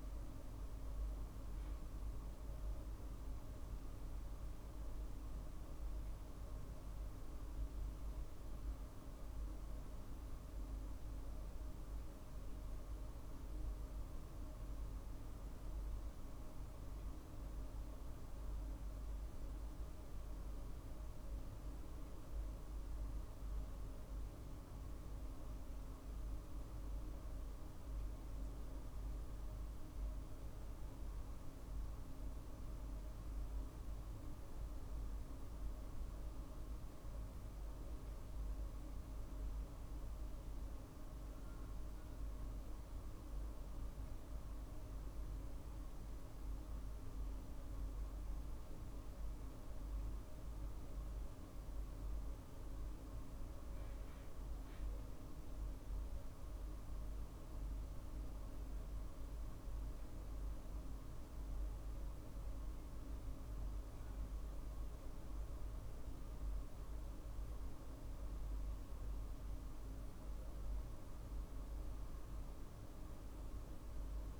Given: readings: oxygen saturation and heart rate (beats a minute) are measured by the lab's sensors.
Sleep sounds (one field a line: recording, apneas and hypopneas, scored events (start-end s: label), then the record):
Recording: a person awake in a sleep study, hard to hear, by a room microphone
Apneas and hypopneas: none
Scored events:
none scored
From the record:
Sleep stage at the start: awake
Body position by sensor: on the right side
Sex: male